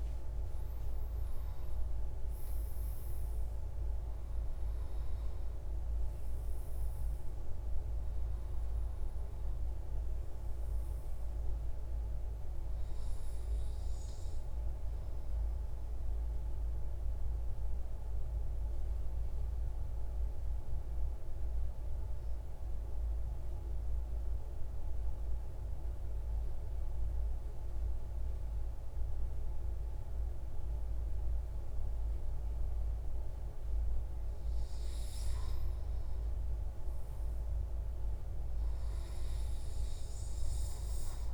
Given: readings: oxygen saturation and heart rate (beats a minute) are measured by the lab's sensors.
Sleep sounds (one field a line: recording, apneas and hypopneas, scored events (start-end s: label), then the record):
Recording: breathing in sleep, hard to hear, by a room microphone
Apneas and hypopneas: 1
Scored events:
15.50-33.50 s: central apnea (oxygen 96% before, 88% lowest, heart rate 131 before, 65 extreme, up 20 after)
35.00-39.00 s: arousal
37.50-41.34 s: oxygen desaturation (device-marked, oxygen 98% before, 94% lowest, heart rate 82 before, 74 extreme)
From the record:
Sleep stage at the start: N2 (light sleep)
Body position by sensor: on the right side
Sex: male